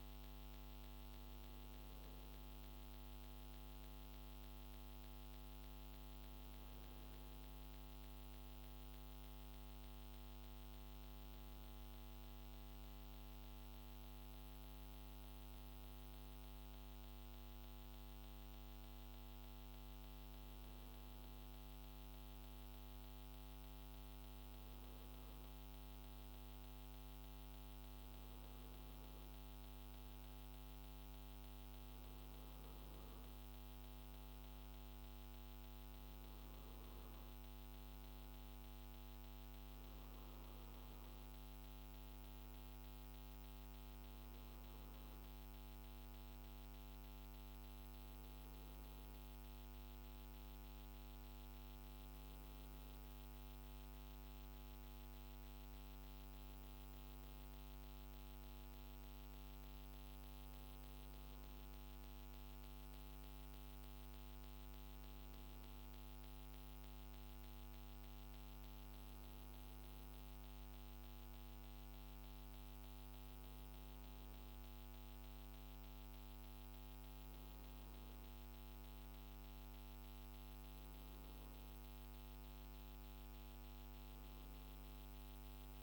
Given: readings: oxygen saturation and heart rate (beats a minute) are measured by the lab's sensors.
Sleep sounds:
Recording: breathing in sleep, hard to hear, by a microphone on the trachea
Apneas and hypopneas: none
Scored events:
none scored
From the record:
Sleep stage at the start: N2 (light sleep)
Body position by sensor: on the right side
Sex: male

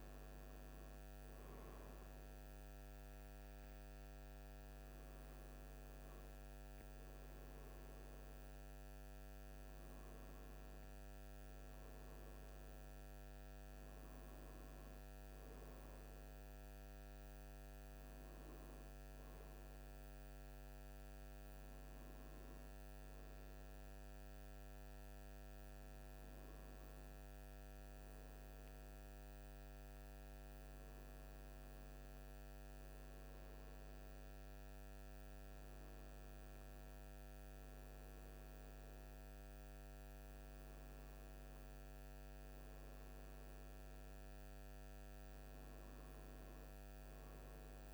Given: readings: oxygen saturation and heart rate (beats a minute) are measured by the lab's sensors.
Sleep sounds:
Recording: a person awake in a sleep study, hard to hear, by a microphone on the trachea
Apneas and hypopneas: none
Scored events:
none scored
From the record:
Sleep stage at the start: awake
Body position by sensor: on the right side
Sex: male

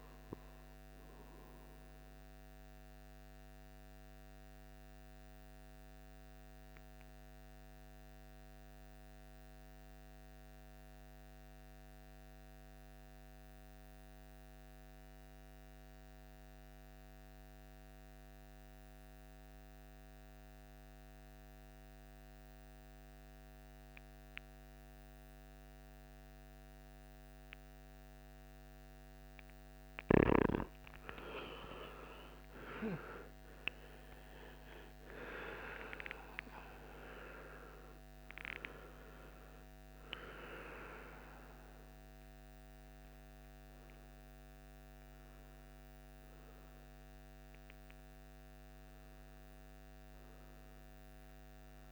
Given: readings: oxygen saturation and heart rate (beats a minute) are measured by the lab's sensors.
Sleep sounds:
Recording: breathing in sleep by a microphone on the trachea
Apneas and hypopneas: 1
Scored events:
0.00-15.00 s: oxygen desaturation (device-marked, oxygen 91% lowest, heart rate 55 extreme)
2.00-27.50 s: central apnea (oxygen 98% before, 87% lowest, heart rate 59 before, 55 extreme, up 18 after)
30.00-51.92 s: oxygen desaturation (device-marked, oxygen 97% before, 87% lowest, heart rate 56 before, 51 extreme)
30.50-36.00 s: arousal
From the record:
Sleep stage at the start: N2 (light sleep)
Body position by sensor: on the right side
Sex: male

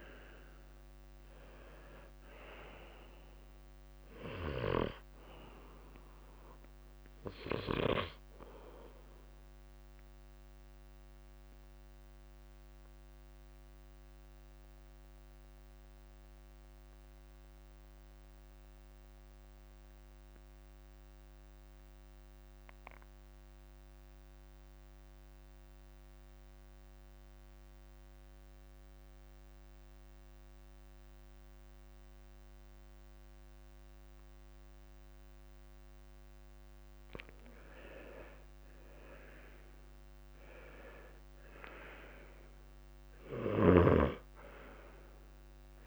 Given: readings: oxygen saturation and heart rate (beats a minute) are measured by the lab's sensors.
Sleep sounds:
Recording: breathing in sleep by a microphone on the trachea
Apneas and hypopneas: 1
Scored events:
0.00-28.00 s: oxygen desaturation (device-marked, oxygen 88% lowest, heart rate 33 extreme)
0.50-2.50 s: long interval between heartbeats (device-marked, heart rate 47 before, 36 extreme)
12.00-37.00 s: mixed apnea (oxygen 96% before, 88% lowest, heart rate 41 before, 50 extreme, up 11 after)
37.00-39.00 s: long interval between heartbeats (device-marked, heart rate 52 before, 59 extreme)
39.50-42.50 s: arousal
41.00-45.87 s: oxygen desaturation (device-marked, oxygen 98% before, 89% lowest, heart rate 53 before, 50 extreme)
From the record:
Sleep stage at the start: N2 (light sleep)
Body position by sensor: on the left side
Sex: male

